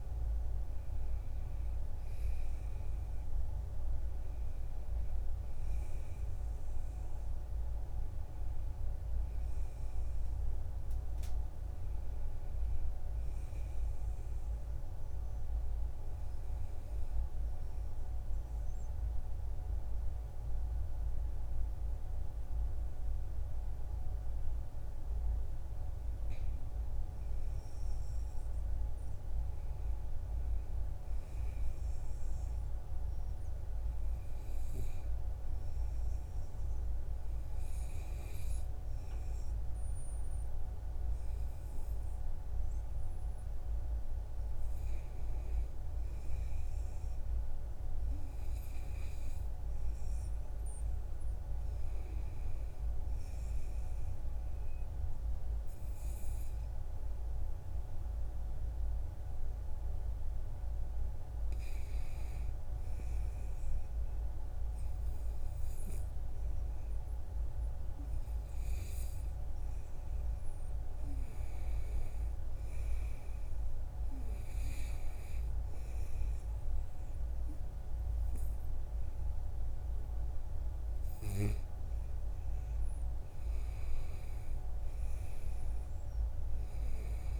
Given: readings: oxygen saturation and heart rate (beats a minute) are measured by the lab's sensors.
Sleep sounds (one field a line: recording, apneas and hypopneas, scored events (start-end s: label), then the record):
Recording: breathing in sleep, hard to hear, by a room microphone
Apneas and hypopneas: 1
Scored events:
0.00-14.00 s: oxygen desaturation (device-marked, oxygen 89% lowest, heart rate 55 extreme)
14.50-26.50 s: obstructive apnea (oxygen 95% before, 90% lowest, heart rate 62 before, 55 extreme, up 6 after)
28.50-31.50 s: arousal
32.00-46.00 s: oxygen desaturation (device-marked, oxygen 96% before, 91% lowest, heart rate 56 before, 60 extreme)
69.00-77.00 s: oxygen desaturation (device-marked, oxygen 93% before, 90% lowest, heart rate 61 before, 63 extreme)
From the record:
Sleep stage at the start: N2 (light sleep)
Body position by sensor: on the right side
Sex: male